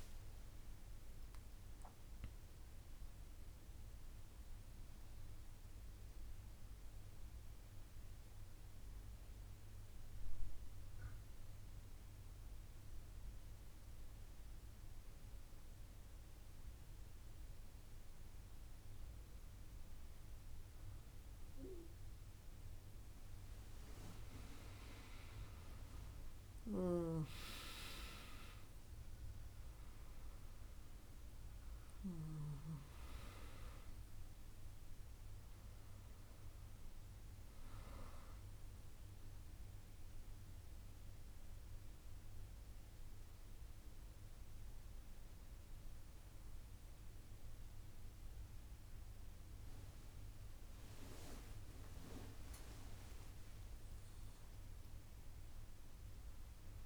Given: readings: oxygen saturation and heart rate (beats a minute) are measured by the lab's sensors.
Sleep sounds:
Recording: breathing in sleep by a room microphone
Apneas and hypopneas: 2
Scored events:
2.50-23.50 s: mixed apnea (oxygen 100% before, 93% lowest, heart rate 105 before, 68 extreme, up 9 after)
22.00-52.00 s: new sleep stage, N2 (light sleep)
23.00-53.00 s: oxygen desaturation (device-marked, oxygen 99% before, 93% lowest, heart rate 75 before, 68 extreme)
25.50-29.00 s: arousal
39.50-52.00 s: central apnea (oxygen 100% before, 93% lowest, heart rate 74 before, 69 extreme, up 20 after)
52.00-56.86 s: new sleep stage, awake
From the record:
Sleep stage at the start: N1 (lightest sleep)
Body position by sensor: on the back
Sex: female

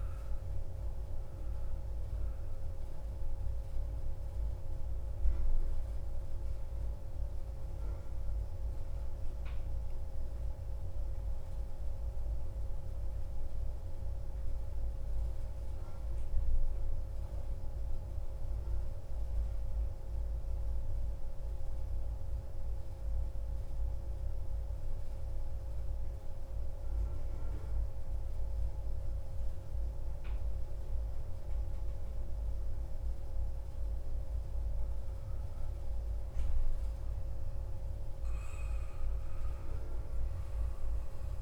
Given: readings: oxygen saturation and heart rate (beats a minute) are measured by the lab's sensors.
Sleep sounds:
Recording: breathing in sleep, hard to hear, by a room microphone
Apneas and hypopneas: 1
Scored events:
0.50-31.50 s: central apnea (oxygen 98% before, 93% lowest)
32.50-36.50 s: arousal
33.00-41.42 s: oxygen desaturation (device-marked, oxygen 98% before, 93% lowest)
From the record:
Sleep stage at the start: N2 (light sleep)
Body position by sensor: on the back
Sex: male

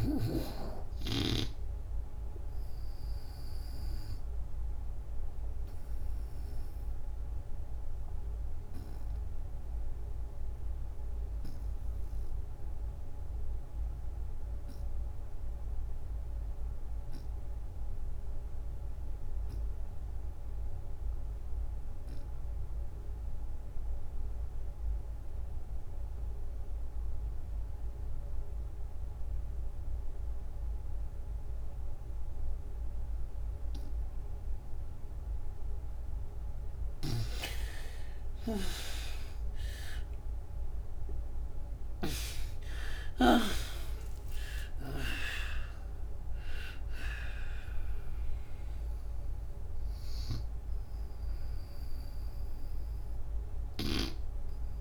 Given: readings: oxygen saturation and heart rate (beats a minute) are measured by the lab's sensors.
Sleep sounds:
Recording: breathing in sleep by a room microphone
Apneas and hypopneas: 1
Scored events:
0.00-13.00 s: oxygen desaturation (device-marked, oxygen 56% lowest, heart rate 70 extreme)
3.50-34.50 s: obstructive apnea (oxygen 93% before, 50% lowest, heart rate 86 before, 70 extreme, up 54 after)
15.00-54.81 s: oxygen desaturation (device-marked, oxygen 95% before, 50% lowest, heart rate 95 before, 70 extreme)
38.00-43.50 s: arousal
From the record:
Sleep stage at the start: REM sleep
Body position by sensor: on the back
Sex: female

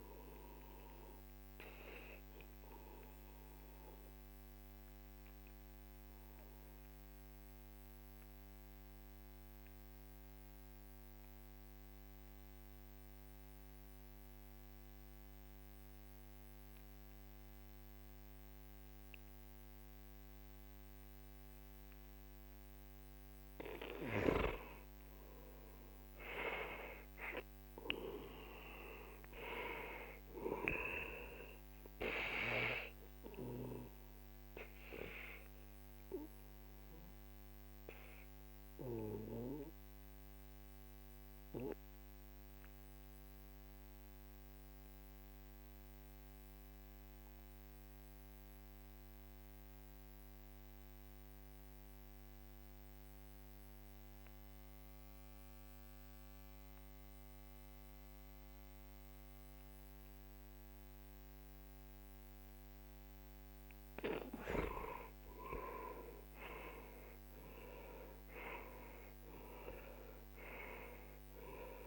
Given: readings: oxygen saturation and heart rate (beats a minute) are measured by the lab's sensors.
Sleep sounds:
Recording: breathing in sleep by a microphone on the trachea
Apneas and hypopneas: 2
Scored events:
0.00-13.00 s: oxygen desaturation (device-marked, oxygen 91% lowest, heart rate 40 extreme)
2.50-24.00 s: obstructive apnea (oxygen 98% before, 90% lowest, heart rate 61 before, 40 extreme, up 16 after)
24.00-53.00 s: oxygen desaturation (device-marked, oxygen 98% before, 92% lowest, heart rate 44 before, 41 extreme)
25.50-30.00 s: arousal
35.50-62.50 s: obstructive apnea (oxygen 98% before, 90% lowest, heart rate 52 before, 41 extreme, up 13 after)
62.00-71.87 s: oxygen desaturation (device-marked, oxygen 98% before, 90% lowest, heart rate 46 before, 41 extreme)
64.50-69.50 s: arousal
From the record:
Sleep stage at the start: N2 (light sleep)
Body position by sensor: on the back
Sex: male

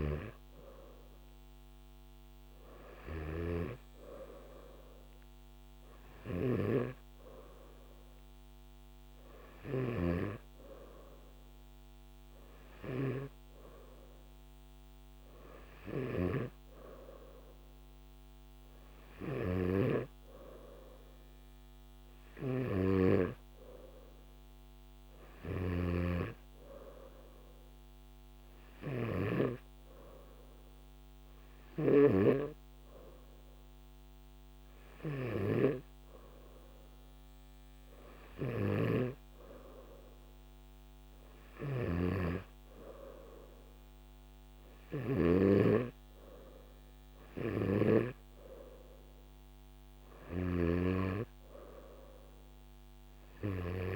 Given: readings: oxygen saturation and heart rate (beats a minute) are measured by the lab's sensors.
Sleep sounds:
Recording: breathing in sleep by a microphone on the trachea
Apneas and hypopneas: none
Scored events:
3.00-10.00 s: snoring (device-marked)
25.50-50.50 s: snoring (device-marked)
From the record:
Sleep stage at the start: N2 (light sleep)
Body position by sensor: on the back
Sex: male

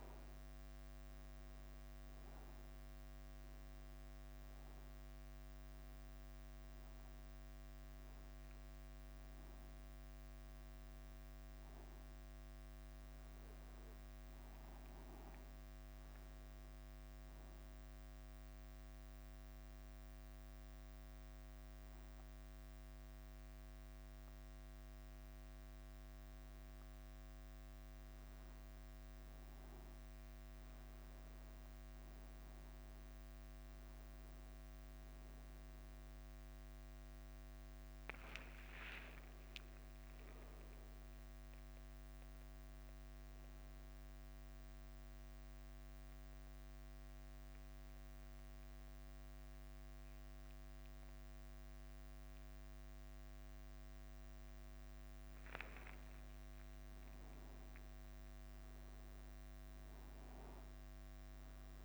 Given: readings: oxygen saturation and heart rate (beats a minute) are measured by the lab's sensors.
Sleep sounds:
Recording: breathing in sleep, hard to hear, by a microphone on the trachea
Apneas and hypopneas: 2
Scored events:
0.00-20.00 s: oxygen desaturation (device-marked, oxygen 95% lowest, heart rate 51 extreme)
0.00-61.85 s: bradycardia (device-marked, heart rate 46 extreme)
6.00-61.85 s: new sleep stage, N1 (lightest sleep)
17.00-27.50 s: hypopnea (oxygen 98% before, 95% lowest, heart rate 52 before, 50 extreme, up 3 after)
31.00-36.00 s: arousal
44.00-56.50 s: mixed apnea (oxygen 99% before, 94% lowest, heart rate 54 before, 50 extreme, up 3 after)
58.50-61.85 s: arousal
From the record:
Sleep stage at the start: N2 (light sleep)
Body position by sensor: on the back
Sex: male

